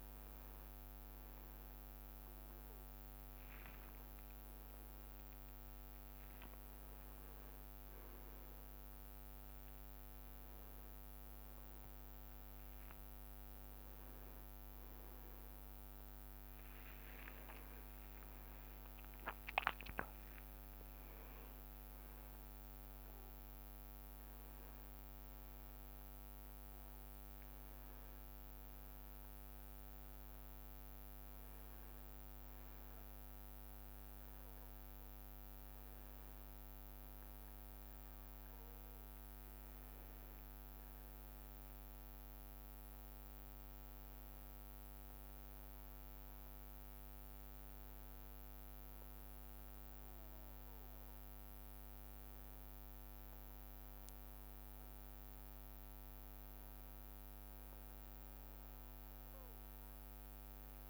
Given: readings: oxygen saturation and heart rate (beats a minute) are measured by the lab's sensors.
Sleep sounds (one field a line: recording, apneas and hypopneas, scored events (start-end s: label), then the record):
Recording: a person awake in a sleep study, hard to hear, by a microphone on the trachea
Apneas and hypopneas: none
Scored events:
3.50-4.50 s: leg movement (device-marked)
6.00-8.00 s: leg movement (device-marked)
17.00-19.50 s: leg movement (device-marked)
21.00-27.50 s: leg movement (device-marked)
39.50-60.90 s: new sleep stage, N1 (lightest sleep)
From the record:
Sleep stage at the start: awake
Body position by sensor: on the back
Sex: male